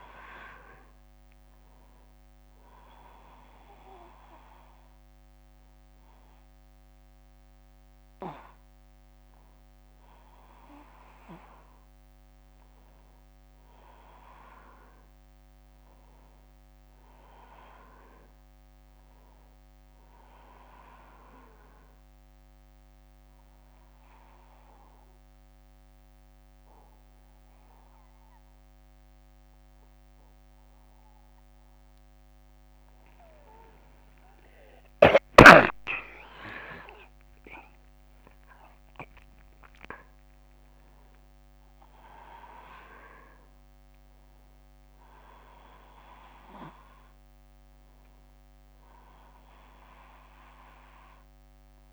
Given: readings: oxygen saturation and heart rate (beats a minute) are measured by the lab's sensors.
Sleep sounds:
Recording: breathing in sleep by a microphone on the trachea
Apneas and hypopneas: 1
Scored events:
21.00-32.00 s: obstructive apnea (oxygen 97% before, 93% lowest, heart rate 65 before, 58 extreme, up 16 after)
33.50-37.50 s: arousal
From the record:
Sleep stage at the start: N1 (lightest sleep)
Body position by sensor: on the back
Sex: male

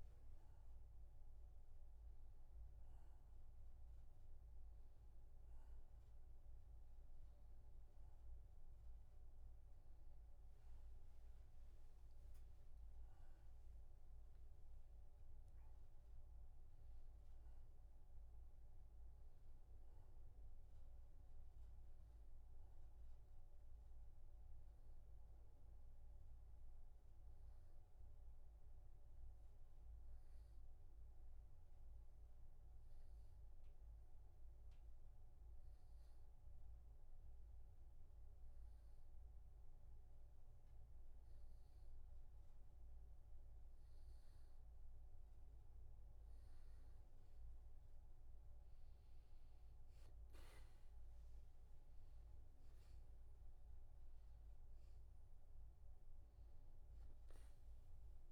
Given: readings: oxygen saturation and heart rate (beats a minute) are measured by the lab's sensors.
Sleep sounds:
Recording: a person partly awake in a sleep study, hard to hear, by a room microphone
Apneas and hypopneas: 1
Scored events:
17.50-58.32 s: new sleep stage, N1 (lightest sleep)
29.50-45.50 s: hypopnea (oxygen 96% before, 92% lowest, heart rate 70 before, 63 extreme, up 5 after)
48.00-53.00 s: arousal
50.50-58.32 s: oxygen desaturation (device-marked, oxygen 96% before, 92% lowest, heart rate 64 before, 63 extreme)
From the record:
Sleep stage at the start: awake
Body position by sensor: on the back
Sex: male

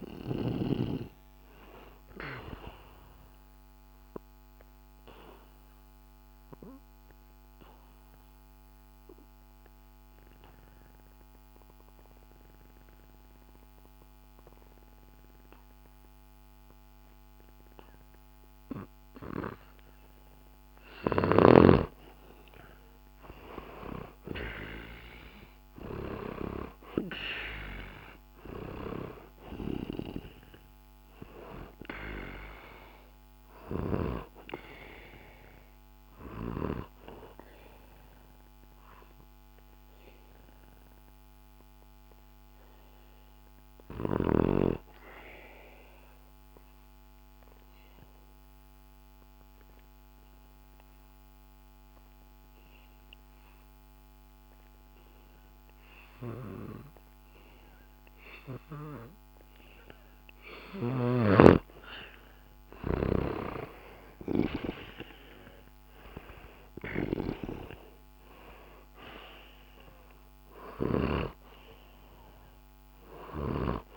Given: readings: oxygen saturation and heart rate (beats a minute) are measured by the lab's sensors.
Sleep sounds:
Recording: breathing in sleep by a microphone on the trachea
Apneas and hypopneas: 2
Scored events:
0.00-23.50 s: oxygen desaturation (device-marked, oxygen 88% lowest, heart rate 65 extreme)
3.50-20.50 s: obstructive apnea (oxygen 96% before, 88% lowest, heart rate 67 before, 65 extreme, up 0 after)
21.00-29.50 s: snoring (device-marked)
22.00-26.50 s: arousal
34.00-61.00 s: obstructive apnea (oxygen 98% before, 89% lowest, heart rate 66 before, 63 extreme, up 5 after)
36.50-48.50 s: oxygen desaturation (device-marked, oxygen 98% before, 92% lowest, heart rate 66 before, 63 extreme)
60.50-64.50 s: snoring (device-marked)
60.50-73.97 s: oxygen desaturation (device-marked, oxygen 97% before, 89% lowest, heart rate 67 before, 64 extreme)
62.50-67.50 s: arousal
66.50-71.00 s: snoring (device-marked)
From the record:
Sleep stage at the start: N2 (light sleep)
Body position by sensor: on the back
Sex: male

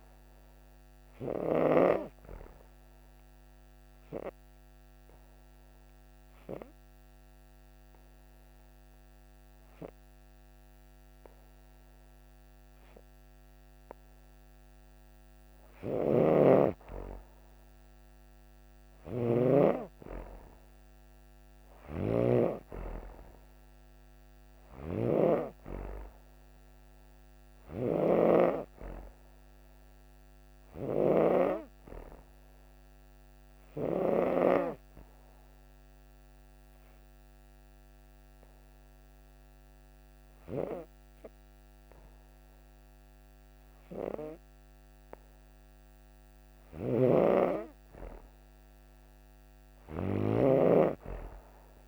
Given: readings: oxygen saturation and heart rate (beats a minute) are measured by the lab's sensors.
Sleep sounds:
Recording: breathing in sleep by a microphone on the trachea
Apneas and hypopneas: 2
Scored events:
0.00-1.50 s: snoring (device-marked)
0.50-14.50 s: obstructive apnea (oxygen 96% before, 91% lowest)
3.50-21.50 s: oxygen desaturation (device-marked, oxygen 96% before, 91% lowest)
15.50-31.00 s: snoring (device-marked)
19.00-24.00 s: arousal
32.00-45.50 s: obstructive apnea (oxygen 96% before, 92% lowest)
46.50-51.88 s: snoring (device-marked)
49.00-51.88 s: arousal
From the record:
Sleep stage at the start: N2 (light sleep)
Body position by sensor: on the back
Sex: female

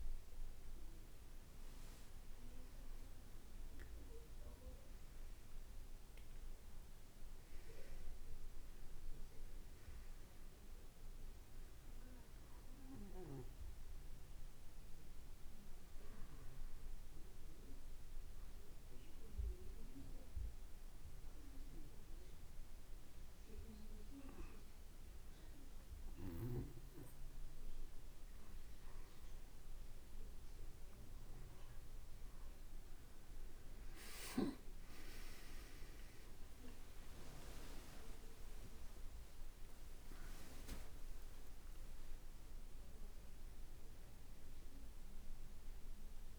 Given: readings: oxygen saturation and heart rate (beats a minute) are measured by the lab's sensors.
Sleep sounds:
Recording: breathing in sleep by a room microphone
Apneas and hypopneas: 1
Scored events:
4.00-7.50 s: arousal
18.50-29.00 s: hypopnea (oxygen 93% before, 90% lowest, heart rate 60 before, 59 extreme, up 1 after)
35.00-46.39 s: drop in pulse transit time (device-marked, heart rate 59 before, 60 extreme)
36.50-42.50 s: arousal
39.00-41.00 s: long interval between heartbeats (device-marked, heart rate 59 before, 78 extreme)
40.00-46.39 s: oxygen desaturation (device-marked, oxygen 94% before, 90% lowest, heart rate 60 before, 57 extreme)
41.00-43.00 s: long interval between heartbeats (device-marked, heart rate 61 before, 88 extreme)
From the record:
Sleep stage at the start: N2 (light sleep)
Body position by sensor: on the back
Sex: male

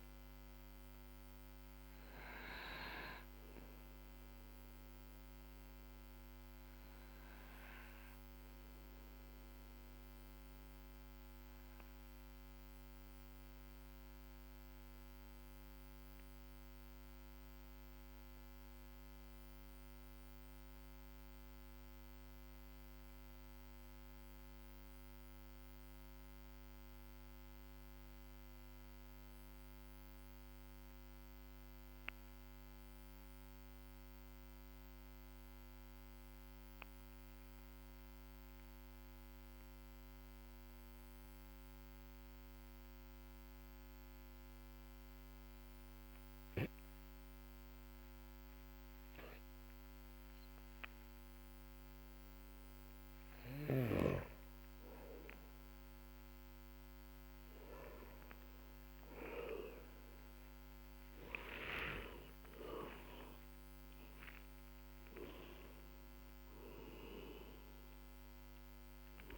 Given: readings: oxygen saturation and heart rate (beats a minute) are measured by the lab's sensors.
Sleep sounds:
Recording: breathing in sleep by a microphone on the trachea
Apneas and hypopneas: 1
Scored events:
0.00-24.00 s: oxygen desaturation (device-marked, oxygen 92% lowest, heart rate 41 extreme)
3.50-49.00 s: mixed apnea (oxygen 97% before, 90% lowest, heart rate 52 before, 41 extreme, up 4 after)
42.00-69.38 s: oxygen desaturation (device-marked, oxygen 98% before, 90% lowest, heart rate 54 before, 44 extreme)
65.50-69.38 s: arousal
From the record:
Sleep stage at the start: N2 (light sleep)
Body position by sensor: on the back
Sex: male

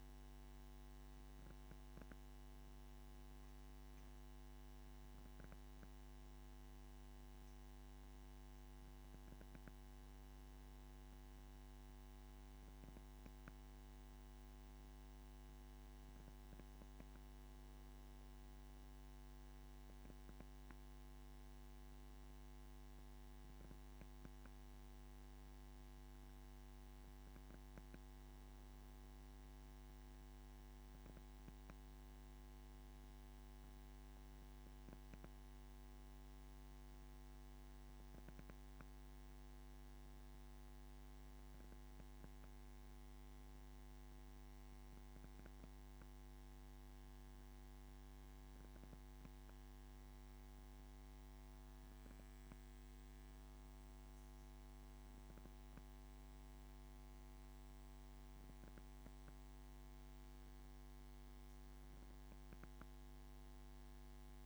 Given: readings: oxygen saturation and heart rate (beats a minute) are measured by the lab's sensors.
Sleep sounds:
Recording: breathing in sleep, hard to hear, by a microphone on the trachea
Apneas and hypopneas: none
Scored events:
none scored
From the record:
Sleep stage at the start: N1 (lightest sleep)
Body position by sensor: on the back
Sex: male

